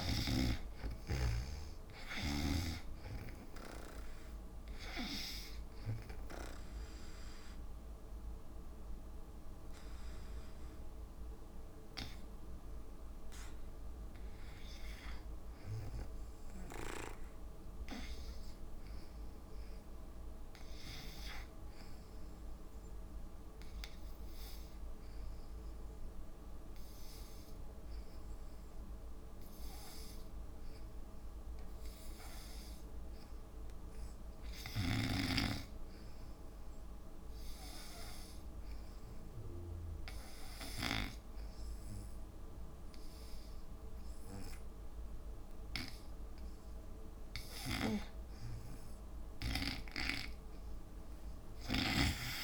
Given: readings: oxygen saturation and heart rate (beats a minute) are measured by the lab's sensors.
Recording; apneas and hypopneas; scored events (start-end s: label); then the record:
breathing in sleep by a room microphone; 1
0.00-17.00 s: oxygen desaturation (device-marked, oxygen 80% lowest, heart rate 55 extreme)
18.50-21.50 s: arousal
25.50-47.50 s: hypopnea (oxygen 98% before, 80% lowest, heart rate 58 before, 57 extreme, up 10 after)
34.50-41.00 s: snoring (device-marked)
38.00-52.43 s: oxygen desaturation (device-marked, oxygen 96% before, 80% lowest, heart rate 60 before, 57 extreme)
47.50-52.43 s: snoring (device-marked)
From the record:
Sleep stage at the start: N2 (light sleep); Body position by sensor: on the back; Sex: female